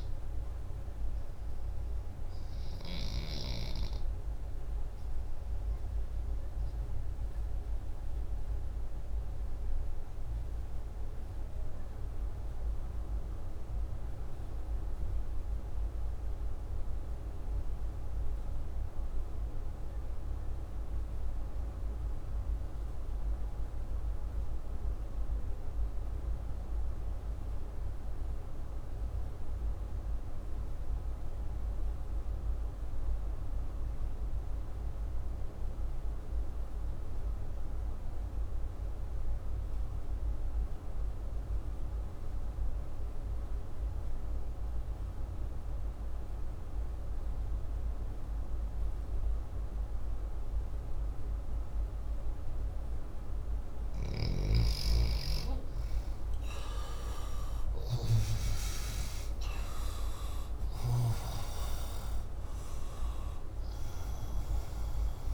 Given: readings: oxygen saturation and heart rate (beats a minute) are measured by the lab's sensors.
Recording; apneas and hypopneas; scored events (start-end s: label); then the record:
breathing in sleep by a room microphone; 1
4.00-52.50 s: obstructive apnea (oxygen 91% before, 87% lowest, heart rate 125 before, 75 extreme, up 41 after)
54.50-60.00 s: arousal
57.50-65.34 s: new sleep stage, REM sleep
From the record:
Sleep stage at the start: N2 (light sleep); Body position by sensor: upright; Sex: male